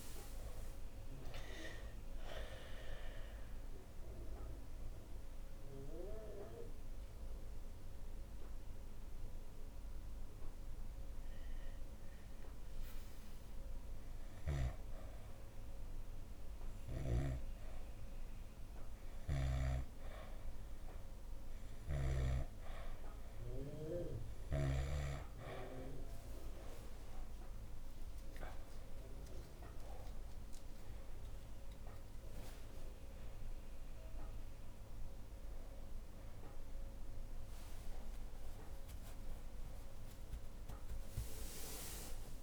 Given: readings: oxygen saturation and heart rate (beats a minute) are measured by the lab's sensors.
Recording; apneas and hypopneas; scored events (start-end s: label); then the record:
a person partly awake in a sleep study, by a room microphone; none
0.50-6.50 s: arousal
25.00-42.43 s: new sleep stage, awake
From the record:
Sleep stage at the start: N2 (light sleep); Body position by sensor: on the back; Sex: female